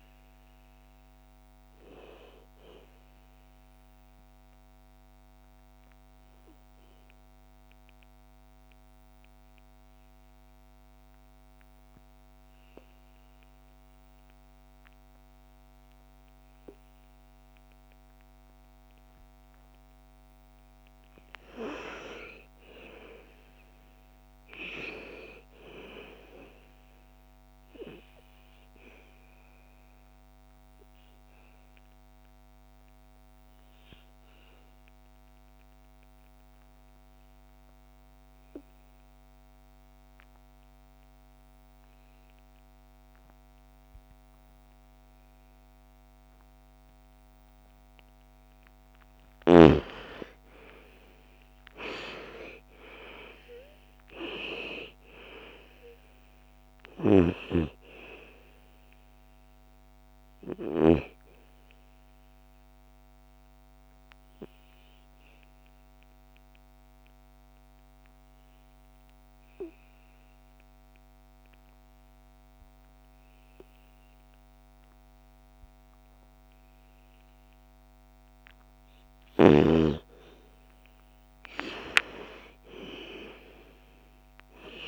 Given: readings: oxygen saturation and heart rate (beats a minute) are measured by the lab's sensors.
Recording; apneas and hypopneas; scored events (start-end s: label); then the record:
breathing in sleep by a microphone on the trachea; 3
0.00-19.50 s: oxygen desaturation (device-marked, oxygen 81% lowest, heart rate 56 extreme)
2.50-19.00 s: obstructive apnea (oxygen 98% before, 81% lowest, heart rate 62 before, 56 extreme, up 8 after)
21.00-24.00 s: arousal
24.50-39.50 s: oxygen desaturation (device-marked, oxygen 99% before, 91% lowest, heart rate 58 before, 56 extreme)
28.00-48.00 s: obstructive apnea (oxygen 99% before, 84% lowest, heart rate 59 before, 56 extreme, up 14 after)
48.50-70.50 s: oxygen desaturation (device-marked, oxygen 98% before, 84% lowest, heart rate 59 before, 57 extreme)
50.00-53.50 s: arousal
62.50-78.50 s: obstructive apnea (oxygen 98% before, 84% lowest, heart rate 63 before, 57 extreme, up 13 after)
80.00-83.00 s: arousal
82.50-84.88 s: oxygen desaturation (device-marked, oxygen 99% before, 88% lowest, heart rate 58 before, 55 extreme)
From the record:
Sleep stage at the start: N2 (light sleep); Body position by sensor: on the back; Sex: female